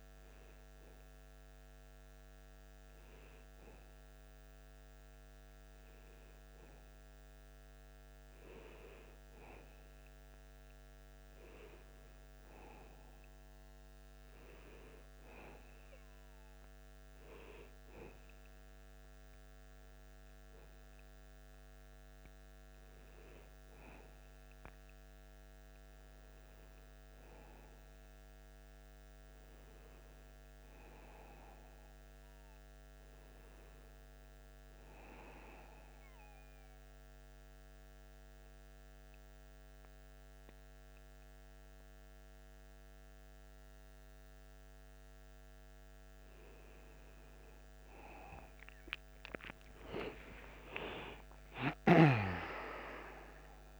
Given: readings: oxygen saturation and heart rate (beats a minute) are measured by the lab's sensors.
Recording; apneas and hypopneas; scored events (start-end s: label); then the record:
breathing in sleep by a microphone on the trachea; 1
25.00-29.50 s: arousal
35.50-45.50 s: obstructive apnea (oxygen 96% before, 95% lowest, heart rate 97 before, 68 extreme, up 5 after)
49.00-53.00 s: arousal
From the record:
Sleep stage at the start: N2 (light sleep); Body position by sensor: on the back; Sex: male